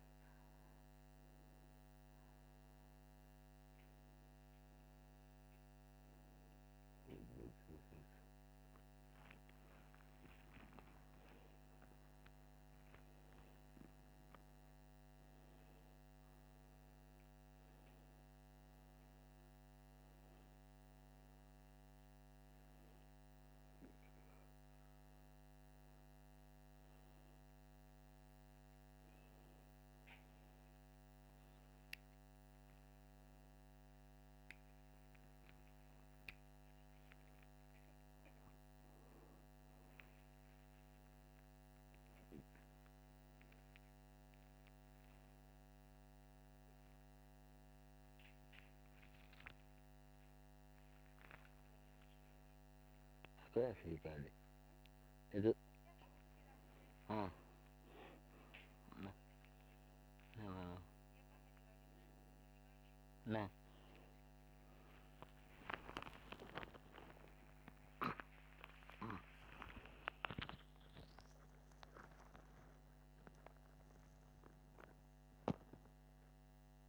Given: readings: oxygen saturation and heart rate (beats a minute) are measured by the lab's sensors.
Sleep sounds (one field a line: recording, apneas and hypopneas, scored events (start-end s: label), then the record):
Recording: a person awake in a sleep study, by a microphone on the trachea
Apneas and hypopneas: none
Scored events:
none scored
From the record:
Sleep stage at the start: awake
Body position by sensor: upright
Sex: male